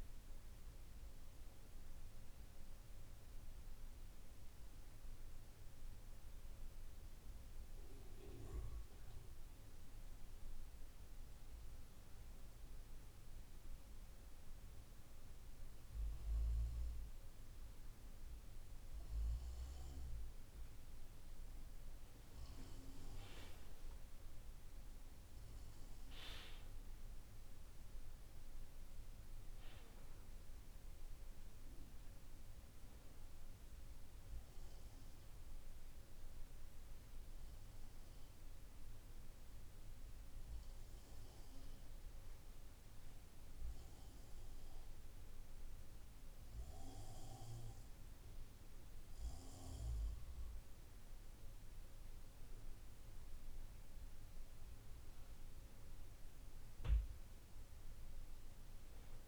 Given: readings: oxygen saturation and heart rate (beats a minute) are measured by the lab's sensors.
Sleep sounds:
breathing in sleep by a room microphone; none
none scored
From the record:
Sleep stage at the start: N2 (light sleep); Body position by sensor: on the back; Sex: male

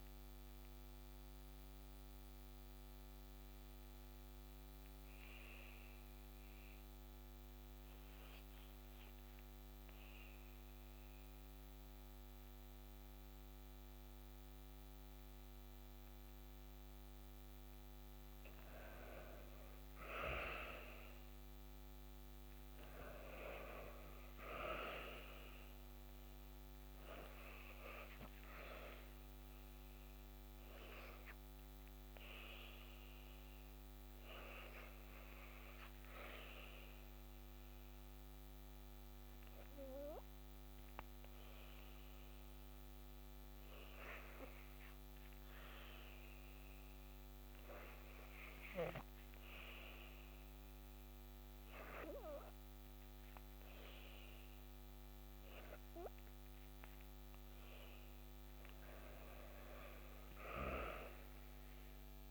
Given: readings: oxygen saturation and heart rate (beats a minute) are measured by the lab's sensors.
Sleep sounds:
breathing in sleep by a microphone on the trachea; 2
2.00-16.50 s: obstructive apnea (oxygen 96% before, 91% lowest, heart rate 55 before, 53 extreme, up 1 after)
20.00-24.00 s: arousal
32.00-47.00 s: oxygen desaturation (device-marked, oxygen 96% before, 92% lowest, heart rate 54 before, 53 extreme)
32.50-57.00 s: hypopnea (oxygen 96% before, 89% lowest, heart rate 54 before, 53 extreme, up 1 after)
59.50-62.31 s: arousal
From the record:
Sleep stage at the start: N2 (light sleep); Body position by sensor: on the back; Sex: female

